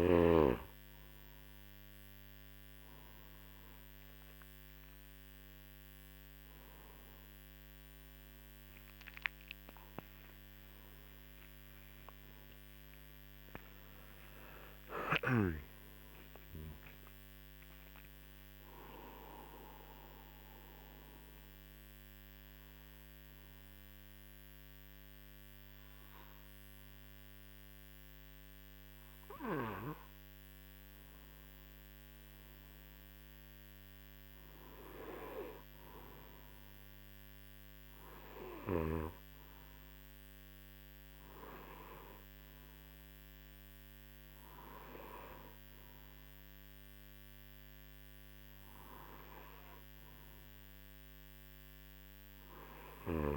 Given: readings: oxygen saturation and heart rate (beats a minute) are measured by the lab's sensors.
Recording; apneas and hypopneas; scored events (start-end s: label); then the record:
breathing in sleep by a microphone on the trachea; 1
10.00-14.50 s: arousal
18.50-32.00 s: hypopnea (oxygen 95% before, 94% lowest, heart rate 65 before, 46 extreme, up 10 after)
35.00-38.50 s: arousal
44.50-53.37 s: oxygen desaturation (device-marked, oxygen 97% before, 94% lowest, heart rate 51 before, 47 extreme)
From the record:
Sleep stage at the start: N2 (light sleep); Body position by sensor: on the right side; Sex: male